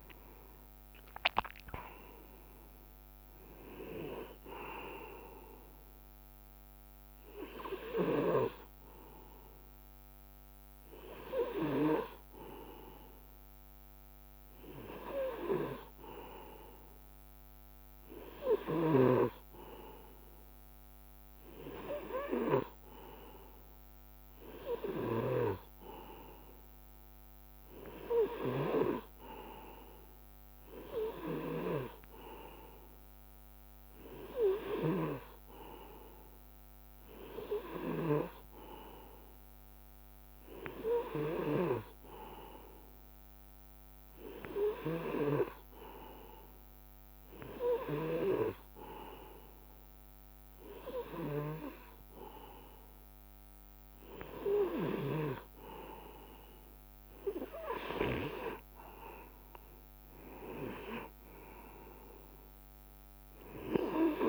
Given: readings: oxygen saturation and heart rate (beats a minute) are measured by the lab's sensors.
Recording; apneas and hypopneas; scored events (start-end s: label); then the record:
breathing in sleep by a microphone on the trachea; none
0.50-4.00 s: arousal
From the record:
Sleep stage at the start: N2 (light sleep); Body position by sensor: on the right side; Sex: male